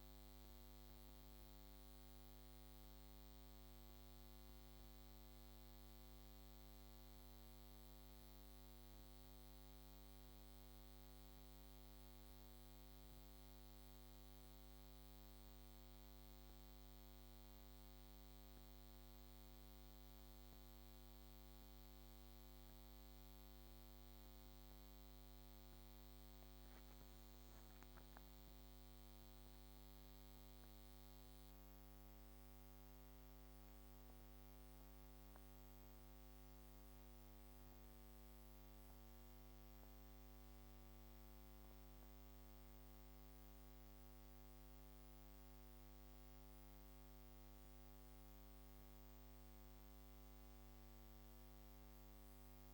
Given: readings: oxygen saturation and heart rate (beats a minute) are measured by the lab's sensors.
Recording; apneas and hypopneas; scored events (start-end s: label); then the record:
breathing in sleep, hard to hear, by a microphone on the trachea; 1
7.50-23.00 s: hypopnea (oxygen 97% before, 94% lowest)
27.00-31.50 s: arousal
From the record:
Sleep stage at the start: N2 (light sleep); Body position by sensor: on the back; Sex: female